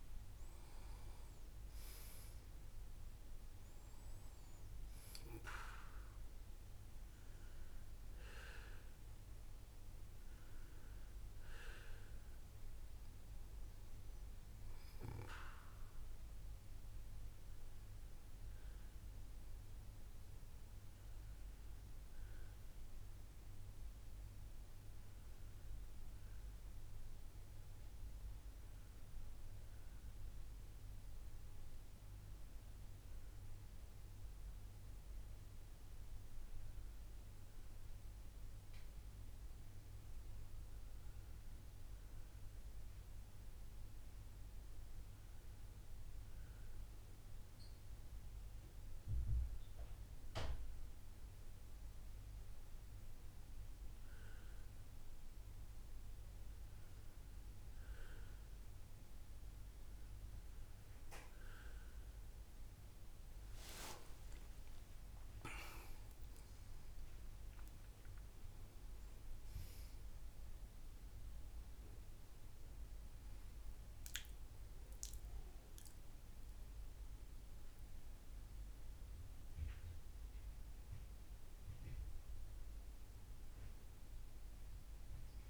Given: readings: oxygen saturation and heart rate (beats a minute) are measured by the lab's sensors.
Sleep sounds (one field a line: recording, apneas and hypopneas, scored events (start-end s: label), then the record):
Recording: breathing in sleep, hard to hear, by a room microphone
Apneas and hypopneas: 1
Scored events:
0.00-22.00 s: oxygen desaturation (device-marked, oxygen 87% lowest, heart rate 56 extreme)
7.00-67.00 s: new sleep stage, N1 (lightest sleep)
17.50-63.00 s: obstructive apnea (oxygen 92% before, 93% lowest, heart rate 67 before, 56 extreme, up 7 after)
67.00-85.50 s: new sleep stage, awake
From the record:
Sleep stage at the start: N2 (light sleep)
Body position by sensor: on the back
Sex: male